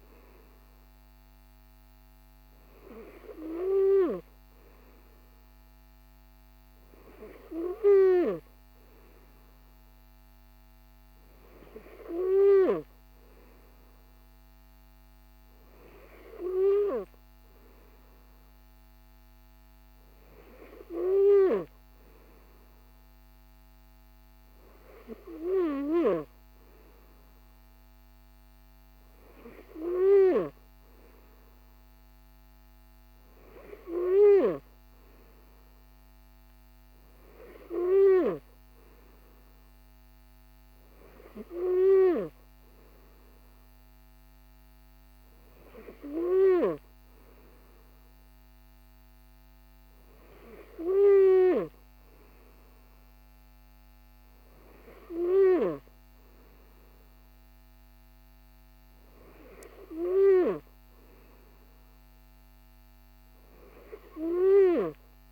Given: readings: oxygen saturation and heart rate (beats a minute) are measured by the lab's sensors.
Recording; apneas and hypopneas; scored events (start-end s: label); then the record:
breathing in sleep by a microphone on the trachea; none
none scored
From the record:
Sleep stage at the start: N3 (deep sleep); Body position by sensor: on the right side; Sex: male